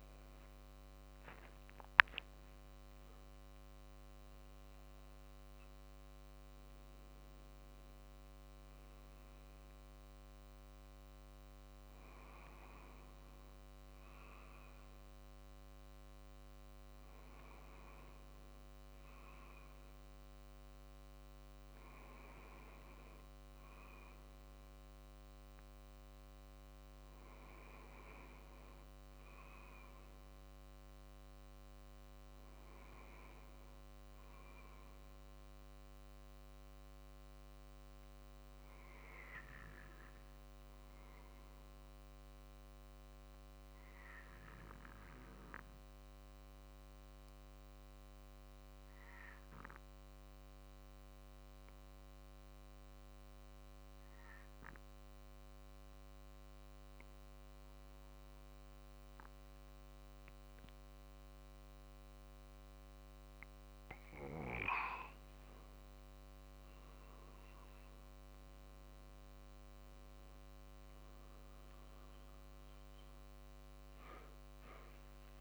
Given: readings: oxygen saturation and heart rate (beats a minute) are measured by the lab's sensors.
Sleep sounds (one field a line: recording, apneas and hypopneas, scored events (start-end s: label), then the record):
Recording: breathing in sleep, hard to hear, by a microphone on the trachea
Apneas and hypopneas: 1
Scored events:
0.00-13.50 s: drop in pulse transit time (device-marked, heart rate 48 extreme)
38.50-64.00 s: obstructive apnea (oxygen 94% before, 91% lowest, heart rate 47 before, 47 extreme, up 4 after)
65.50-75.41 s: drop in pulse transit time (device-marked, heart rate 48 before, 50 extreme)
70.50-75.00 s: arousal
From the record:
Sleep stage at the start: N2 (light sleep)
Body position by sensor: on the back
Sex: male